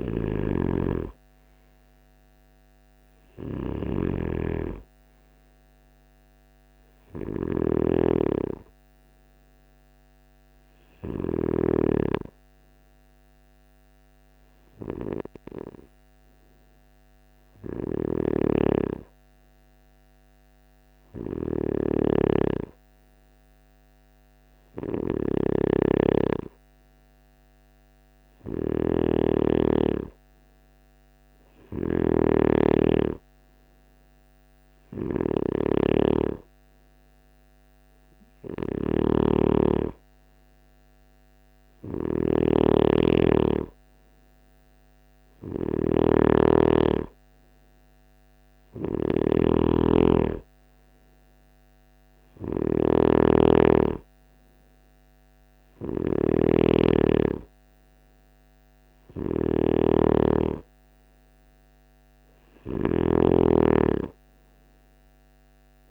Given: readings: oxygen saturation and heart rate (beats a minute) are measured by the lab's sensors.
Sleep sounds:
breathing in sleep by a microphone on the trachea; 1
0.00-11.00 s: snoring (device-marked)
12.00-24.50 s: hypopnea (oxygen 96% before, 93% lowest, heart rate 67 before, 62 extreme, up 3 after)
17.00-65.91 s: snoring (device-marked)
25.50-28.50 s: arousal
From the record:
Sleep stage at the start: N2 (light sleep); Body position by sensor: on the right side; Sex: male

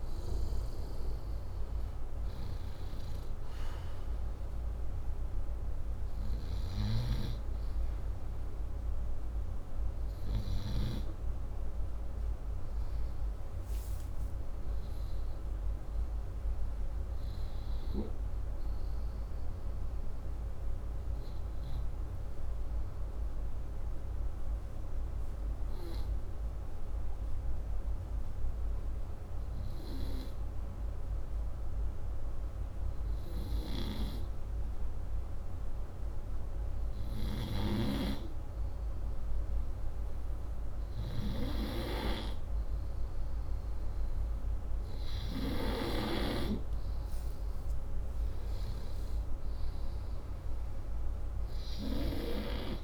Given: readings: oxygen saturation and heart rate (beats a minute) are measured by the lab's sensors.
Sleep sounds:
breathing in sleep by a room microphone; 1
6.00-10.00 s: snoring (device-marked)
8.50-17.50 s: oxygen desaturation (device-marked, oxygen 96% before, 93% lowest, heart rate 150 before, 93 extreme)
16.50-19.50 s: arousal
22.50-35.00 s: hypopnea (oxygen 97% before, 92% lowest, heart rate 134 before, 69 extreme, up 56 after)
36.50-40.50 s: arousal
36.50-45.50 s: snoring (device-marked)
43.50-52.84 s: oxygen desaturation (device-marked, oxygen 97% before, 92% lowest, heart rate 137 before, 106 extreme)
From the record:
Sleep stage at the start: N2 (light sleep); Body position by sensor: upright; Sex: male

